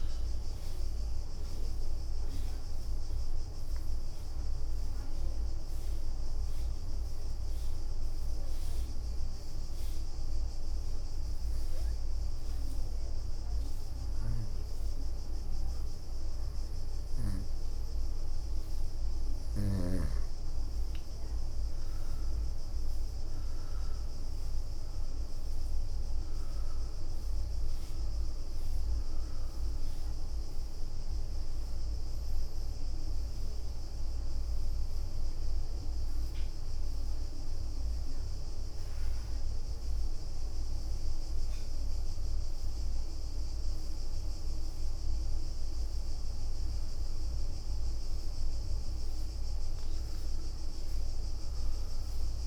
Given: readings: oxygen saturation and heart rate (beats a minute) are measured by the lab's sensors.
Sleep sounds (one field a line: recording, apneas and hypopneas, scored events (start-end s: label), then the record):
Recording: breathing in sleep, hard to hear, by a room microphone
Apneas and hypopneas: 2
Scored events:
3.50-14.50 s: obstructive apnea (oxygen 100% before, 96% lowest, heart rate 65 before, 57 extreme, up 8 after)
20.50-25.00 s: arousal
21.50-24.00 s: leg movement (device-marked)
25.00-27.50 s: leg movement (device-marked)
31.00-37.00 s: bradycardia (device-marked, heart rate 67 before, 58 extreme)
35.50-48.00 s: obstructive apnea (oxygen 99% before, 96% lowest, heart rate 67 before, 56 extreme, up 10 after)
49.50-52.47 s: arousal
From the record:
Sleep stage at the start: N2 (light sleep)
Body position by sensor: on the right side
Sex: female